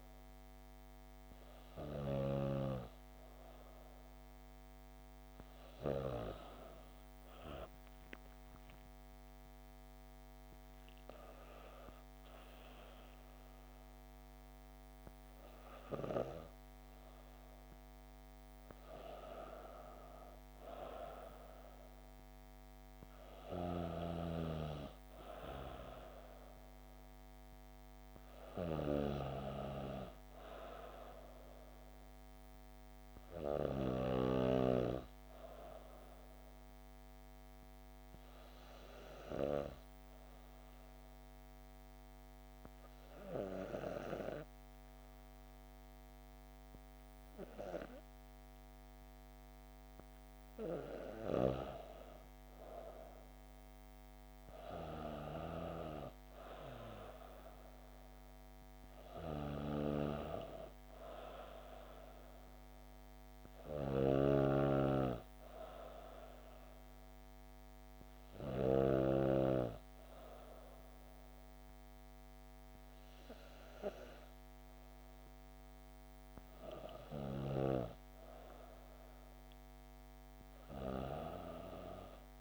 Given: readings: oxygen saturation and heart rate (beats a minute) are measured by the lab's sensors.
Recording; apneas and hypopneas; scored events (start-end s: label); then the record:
breathing in sleep by a microphone on the trachea; 2
7.50-17.50 s: obstructive apnea (oxygen 96% before, 94% lowest, heart rate 65 before, 64 extreme, up 5 after)
20.00-23.50 s: arousal
39.50-50.50 s: obstructive apnea (oxygen 96% before, 94% lowest, heart rate 66 before, 61 extreme, up 6 after)
52.00-55.50 s: arousal
From the record:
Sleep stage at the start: N2 (light sleep); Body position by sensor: on the back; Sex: female